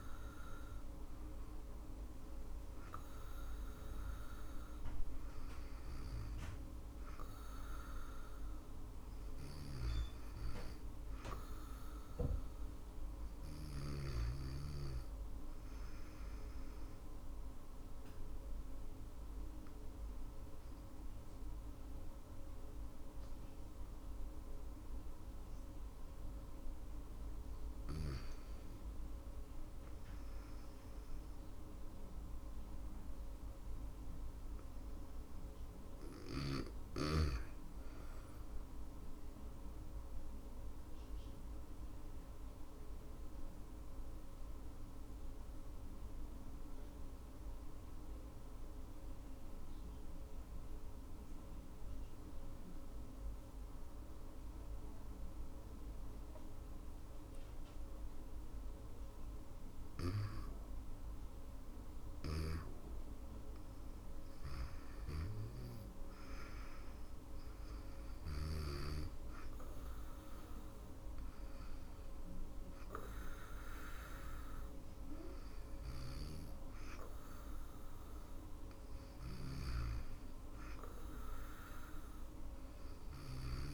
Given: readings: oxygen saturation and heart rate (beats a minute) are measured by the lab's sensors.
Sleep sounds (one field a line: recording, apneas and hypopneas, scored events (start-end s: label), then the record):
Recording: breathing in sleep by a room microphone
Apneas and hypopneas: 2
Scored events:
0.00-5.50 s: drop in pulse transit time (device-marked, heart rate 70 extreme)
0.00-13.50 s: oxygen desaturation (device-marked, oxygen 91% lowest, heart rate 60 extreme)
14.00-27.00 s: obstructive apnea (oxygen 97% before, 89% lowest, heart rate 73 before, 59 extreme, up 7 after)
29.00-32.50 s: arousal
38.50-61.50 s: obstructive apnea (oxygen 100% before, 89% lowest, heart rate 66 before, 69 extreme, up 1 after)
43.50-54.50 s: drop in pulse transit time (device-marked, heart rate 65 before, 69 extreme)
49.50-76.50 s: oxygen desaturation (device-marked, oxygen 98% before, 89% lowest, heart rate 67 before, 68 extreme)
63.50-68.00 s: arousal
From the record:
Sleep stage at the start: REM sleep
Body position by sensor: on the back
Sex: female